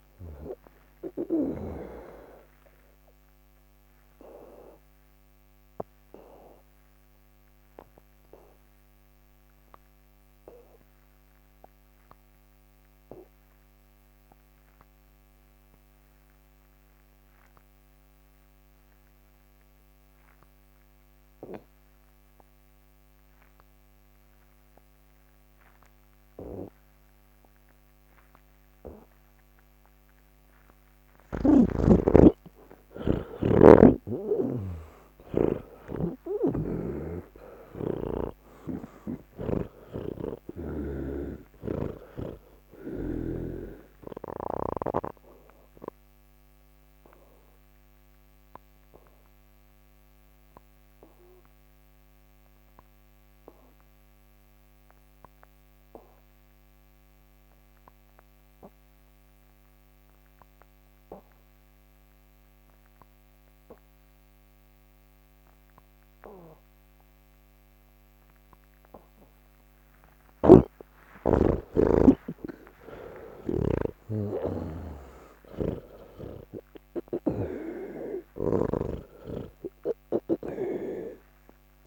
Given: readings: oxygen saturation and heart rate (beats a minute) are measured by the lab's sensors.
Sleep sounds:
breathing in sleep by a microphone on the trachea; 2
0.00-18.50 s: oxygen desaturation (device-marked, oxygen 81% lowest, heart rate 34 extreme)
3.00-27.50 s: obstructive apnea (oxygen 98% before, 80% lowest, heart rate 137 before, 34 extreme)
31.50-61.50 s: oxygen desaturation (device-marked, oxygen 98% before, 80% lowest, heart rate 70 before, 127 extreme)
36.00-39.50 s: snoring (device-marked)
41.50-45.00 s: snoring (device-marked)
45.50-70.00 s: obstructive apnea (oxygen 98% before, 79% lowest, heart rate 143 before, 115 extreme)
70.00-77.50 s: snoring (device-marked)
72.50-77.50 s: oxygen desaturation (device-marked, oxygen 98% before, 89% lowest, heart rate 164 before, 115 extreme)
From the record:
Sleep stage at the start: N3 (deep sleep); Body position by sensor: on the back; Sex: male

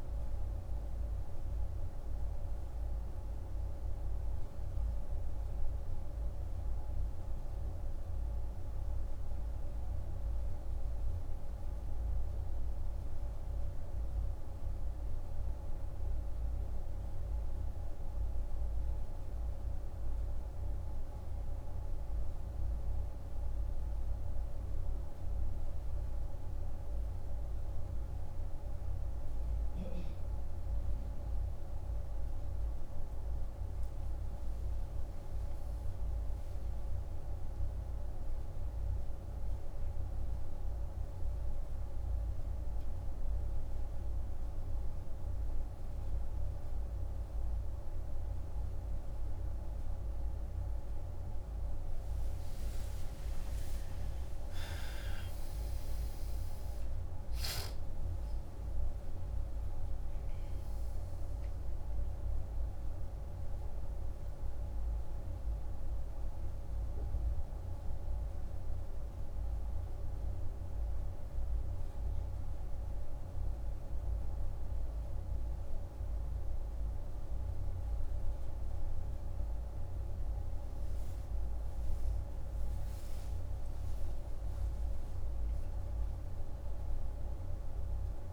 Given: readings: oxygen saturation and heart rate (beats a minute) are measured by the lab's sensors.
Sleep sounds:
a person partly awake in a sleep study, hard to hear, by a room microphone; none
52.00-82.00 s: new sleep stage, awake
82.00-88.33 s: new sleep stage, N1 (lightest sleep)
From the record:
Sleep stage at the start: N1 (lightest sleep); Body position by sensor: on the right side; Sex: male

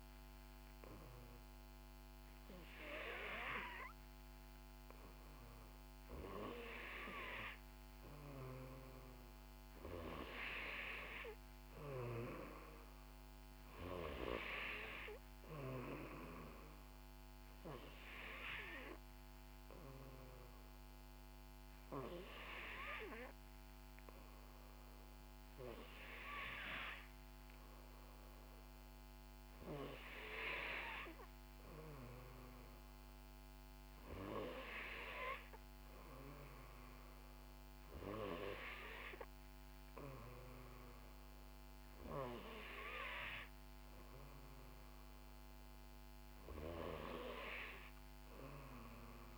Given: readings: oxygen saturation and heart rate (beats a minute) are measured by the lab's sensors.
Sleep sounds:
breathing in sleep by a microphone on the trachea; none
47.50-49.37 s: arousal
From the record:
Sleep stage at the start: N3 (deep sleep); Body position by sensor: on the back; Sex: female

